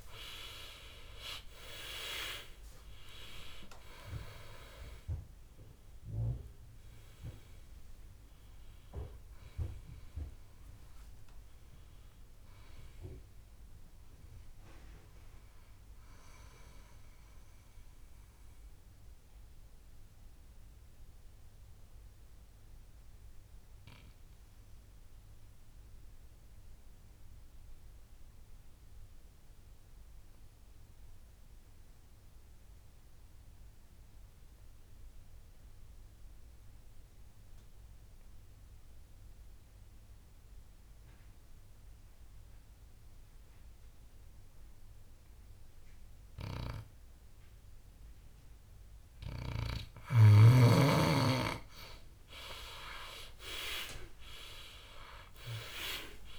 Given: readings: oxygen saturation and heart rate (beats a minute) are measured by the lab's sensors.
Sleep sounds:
breathing in sleep by a room microphone; 1
0.00-1.50 s: arousal
0.00-27.50 s: oxygen desaturation (device-marked, oxygen 89% lowest, heart rate 55 extreme)
18.50-49.50 s: obstructive apnea (oxygen 98% before, 88% lowest, heart rate 74 before, 55 extreme, up 21 after)
45.50-56.39 s: oxygen desaturation (device-marked, oxygen 98% before, 88% lowest, heart rate 58 before, 58 extreme)
51.50-53.50 s: long interval between heartbeats (device-marked, heart rate 58 before, 68 extreme)
From the record:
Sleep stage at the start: N2 (light sleep); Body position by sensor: on the back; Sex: male

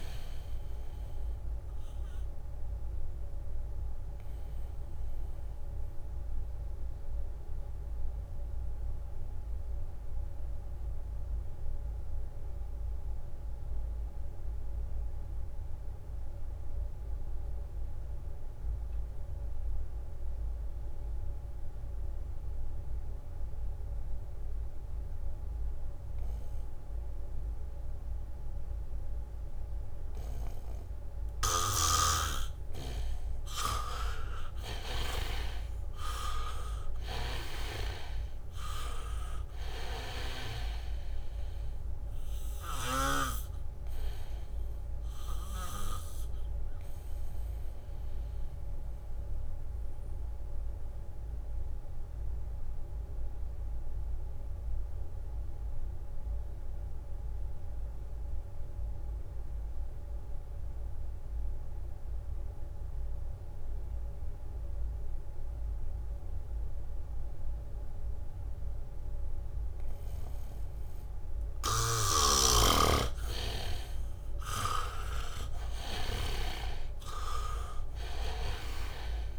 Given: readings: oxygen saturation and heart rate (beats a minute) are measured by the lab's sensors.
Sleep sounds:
breathing in sleep by a room microphone; 2
0.00-1.00 s: leg movement (device-marked)
0.00-10.50 s: oxygen desaturation (device-marked, oxygen 77% lowest, heart rate 61 extreme)
1.50-31.00 s: obstructive apnea (oxygen 98% before, 74% lowest, heart rate 67 before, 61 extreme, up 5 after)
18.50-21.00 s: leg movement (device-marked)
22.50-60.50 s: oxygen desaturation (device-marked, oxygen 99% before, 74% lowest, heart rate 73 before, 61 extreme)
33.00-37.00 s: arousal
45.50-72.00 s: mixed apnea (oxygen 99% before, 74% lowest, heart rate 66 before, 64 extreme, up 3 after)
65.50-79.39 s: oxygen desaturation (device-marked, oxygen 99% before, 75% lowest, heart rate 73 before, 64 extreme)
67.50-69.00 s: leg movement (device-marked)
72.00-76.50 s: snoring (device-marked)
74.50-79.00 s: arousal
From the record:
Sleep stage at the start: N2 (light sleep); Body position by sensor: on the back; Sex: male

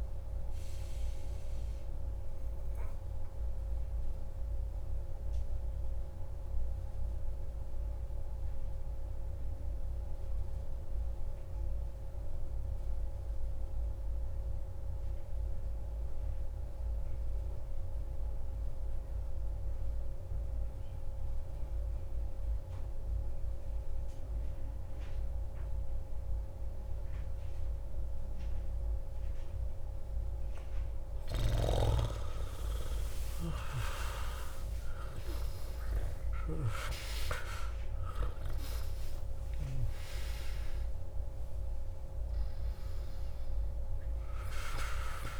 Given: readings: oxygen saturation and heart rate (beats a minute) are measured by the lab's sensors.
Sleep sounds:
breathing in sleep by a room microphone; 1
0.00-14.50 s: oxygen desaturation (device-marked, oxygen 94% lowest)
1.00-29.00 s: obstructive apnea (oxygen 98% before, 89% lowest)
27.50-45.40 s: oxygen desaturation (device-marked, oxygen 96% before, 89% lowest)
32.00-38.00 s: arousal
From the record:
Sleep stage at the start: N2 (light sleep); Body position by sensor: on the back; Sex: male

